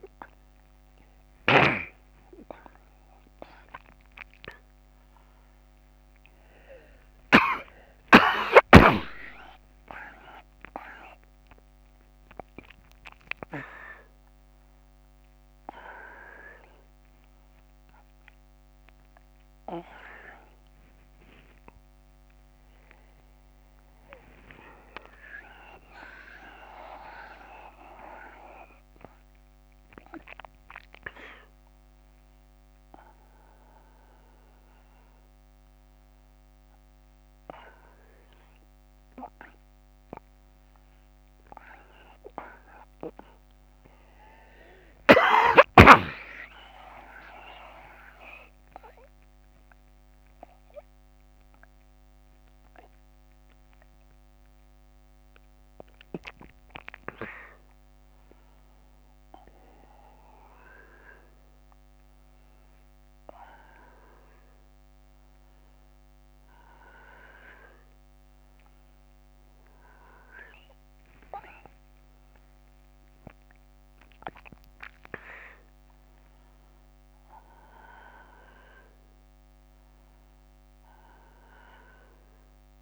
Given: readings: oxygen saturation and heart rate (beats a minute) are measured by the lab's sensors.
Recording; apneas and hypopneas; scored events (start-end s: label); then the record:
a person awake in a sleep study, by a microphone on the trachea; none
0.50-7.00 s: snoring (device-marked)
From the record:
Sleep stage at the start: awake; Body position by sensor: on the back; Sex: male